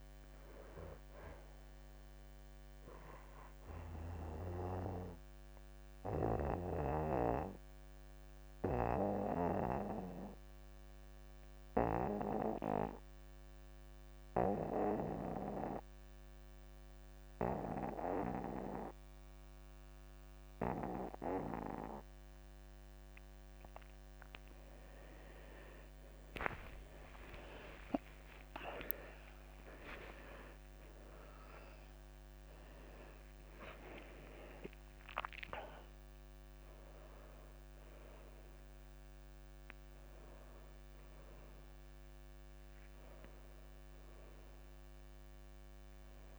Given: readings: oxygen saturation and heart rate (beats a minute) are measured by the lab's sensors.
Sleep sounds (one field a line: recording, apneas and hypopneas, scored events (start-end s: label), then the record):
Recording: breathing in sleep by a microphone on the trachea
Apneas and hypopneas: 1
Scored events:
0.00-2.00 s: arousal
5.50-24.00 s: mixed apnea (oxygen 96% before, 88% lowest)
7.50-25.50 s: oxygen desaturation (device-marked, oxygen 96% before, 90% lowest)
23.50-26.50 s: tachycardia (device-marked)
23.50-46.39 s: new sleep stage, N1 (lightest sleep)
26.50-30.50 s: arousal
27.00-29.00 s: long interval between heartbeats (device-marked)
34.50-46.39 s: oxygen desaturation (device-marked, oxygen 95% before, 88% lowest)
From the record:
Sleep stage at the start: N2 (light sleep)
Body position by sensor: on the back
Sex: male